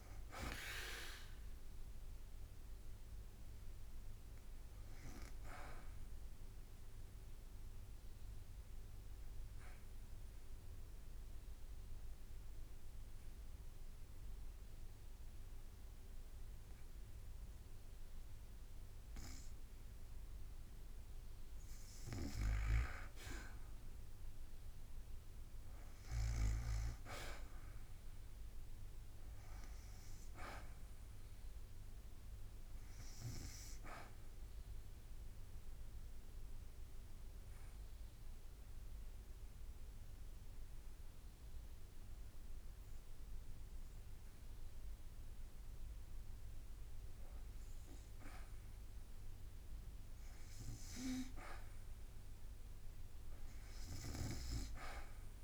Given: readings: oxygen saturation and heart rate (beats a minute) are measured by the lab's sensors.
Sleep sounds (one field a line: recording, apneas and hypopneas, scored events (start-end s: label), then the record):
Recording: breathing in sleep by a room microphone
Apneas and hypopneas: 2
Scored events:
8.50-20.00 s: obstructive apnea (oxygen 99% before, 89% lowest, heart rate 56 before, 53 extreme, up 2 after)
23.50-28.00 s: arousal
28.50-43.50 s: oxygen desaturation (device-marked, oxygen 98% before, 89% lowest, heart rate 54 before, 54 extreme)
35.50-46.00 s: obstructive apnea (oxygen 98% before, 88% lowest, heart rate 54 before, 54 extreme, up 2 after)
40.50-53.50 s: drop in pulse transit time (device-marked, heart rate 55 before, 54 extreme)
49.50-53.50 s: arousal
From the record:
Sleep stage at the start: N2 (light sleep)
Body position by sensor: on the back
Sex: female